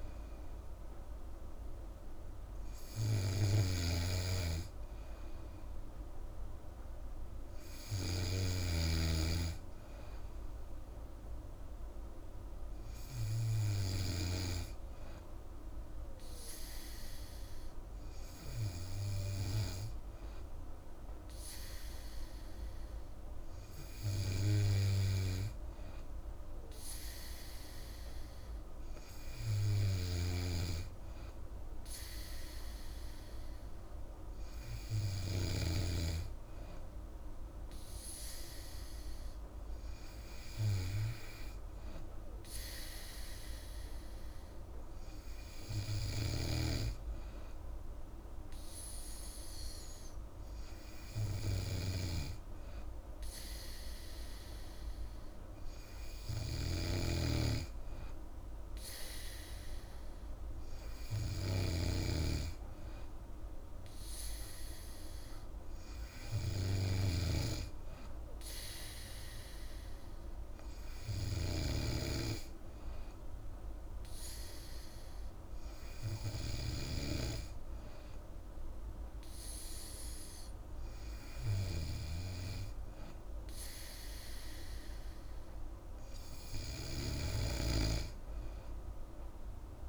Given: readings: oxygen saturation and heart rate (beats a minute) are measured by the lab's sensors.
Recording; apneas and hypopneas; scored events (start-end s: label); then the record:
breathing in sleep by a room microphone; none
0.00-8.50 s: snoring (device-marked)
30.00-36.00 s: snoring (device-marked)
51.50-72.00 s: snoring (device-marked)
From the record:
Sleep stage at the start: N3 (deep sleep); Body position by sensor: on the back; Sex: female